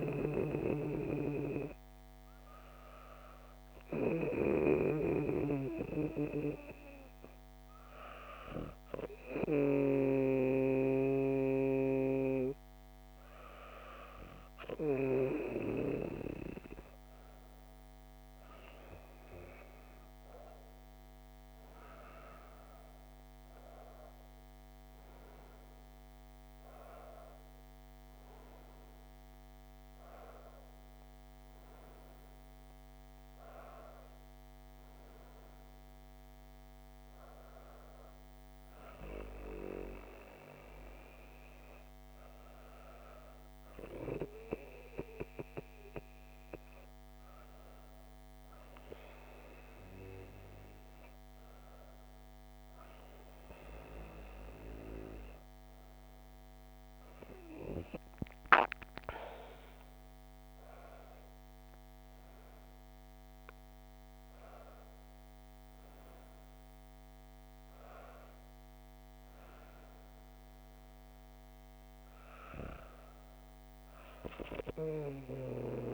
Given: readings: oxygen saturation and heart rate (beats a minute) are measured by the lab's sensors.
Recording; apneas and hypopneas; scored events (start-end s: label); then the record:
breathing in sleep by a microphone on the trachea; 2
2.00-15.50 s: hypopnea (oxygen 98% before, 96% lowest, heart rate 134 before, 78 extreme, up 28 after)
18.00-21.00 s: arousal
45.50-58.00 s: hypopnea (oxygen 97% before, 96% lowest, heart rate 136 before, 90 extreme, up 35 after)
60.50-66.00 s: arousal
From the record:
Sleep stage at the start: N2 (light sleep); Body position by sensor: on the back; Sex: female